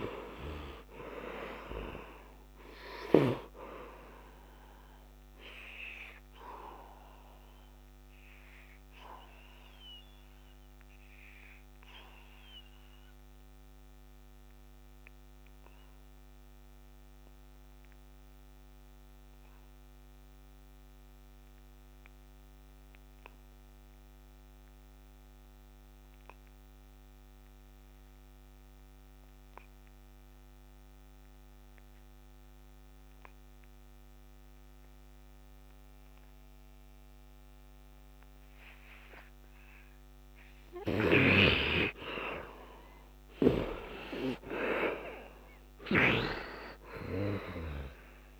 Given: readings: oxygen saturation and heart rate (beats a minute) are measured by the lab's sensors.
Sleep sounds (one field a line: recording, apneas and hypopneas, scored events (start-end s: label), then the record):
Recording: breathing in sleep by a microphone on the trachea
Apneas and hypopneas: 1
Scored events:
3.00-21.00 s: oxygen desaturation (device-marked, oxygen 98% before, 77% lowest, heart rate 73 before, 58 extreme)
6.00-38.50 s: obstructive apnea (oxygen 98% before, 66% lowest, heart rate 76 before, 58 extreme, up 10 after)
8.00-12.00 s: bradycardia (device-marked, heart rate 74 before, 58 extreme)
30.00-48.40 s: oxygen desaturation (device-marked, oxygen 99% before, 67% lowest, heart rate 65 before, 64 extreme)
41.50-45.00 s: arousal
From the record:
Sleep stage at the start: N2 (light sleep)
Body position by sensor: on the back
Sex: male